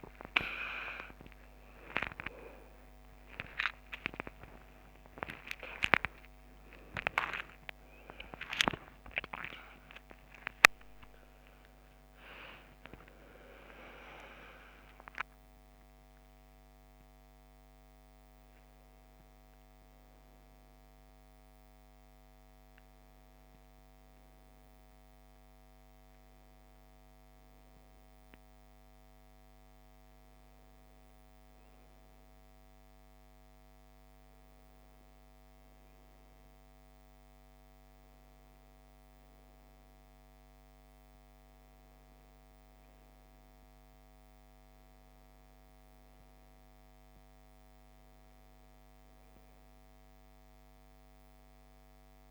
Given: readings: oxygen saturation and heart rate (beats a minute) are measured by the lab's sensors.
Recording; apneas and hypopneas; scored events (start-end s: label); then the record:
a person partly awake in a sleep study, by a microphone on the trachea; none
9.50-52.31 s: new sleep stage, N1 (lightest sleep)
From the record:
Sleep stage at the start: awake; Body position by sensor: on the right side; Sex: female